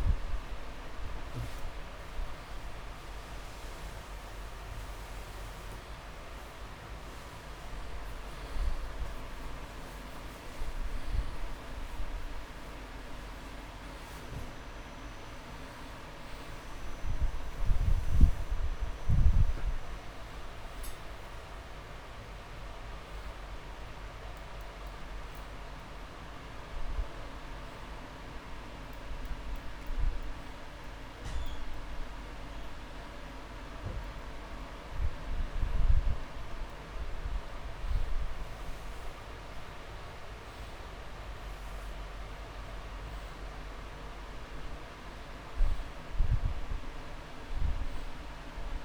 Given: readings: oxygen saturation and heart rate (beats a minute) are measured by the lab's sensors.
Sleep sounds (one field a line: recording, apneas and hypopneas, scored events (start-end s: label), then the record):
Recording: breathing in sleep, hard to hear, by a room microphone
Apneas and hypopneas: none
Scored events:
0.00-4.50 s: arousal
1.00-3.00 s: long interval between heartbeats (device-marked)
1.50-6.50 s: drop in pulse transit time (device-marked)
13.00-15.00 s: long interval between heartbeats (device-marked)
31.00-33.00 s: long interval between heartbeats (device-marked)
From the record:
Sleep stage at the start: N2 (light sleep)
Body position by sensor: on the back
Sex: male